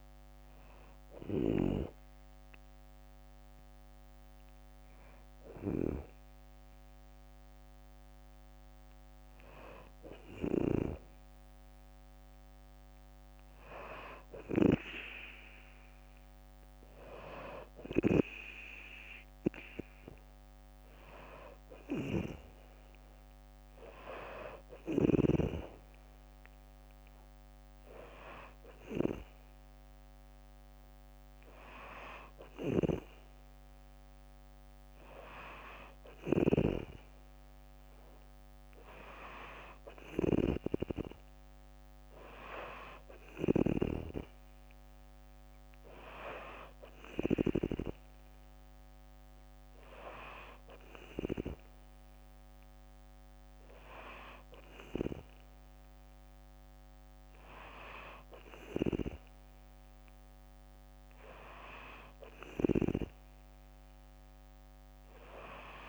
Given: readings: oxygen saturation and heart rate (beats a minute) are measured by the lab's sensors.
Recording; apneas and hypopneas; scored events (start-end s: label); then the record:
breathing in sleep by a microphone on the trachea; none
0.00-2.50 s: drop in pulse transit time (device-marked, heart rate 62 extreme)
31.50-43.00 s: snoring (device-marked)
61.50-65.89 s: snoring (device-marked)
From the record:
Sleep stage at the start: N2 (light sleep); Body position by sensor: on the back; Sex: female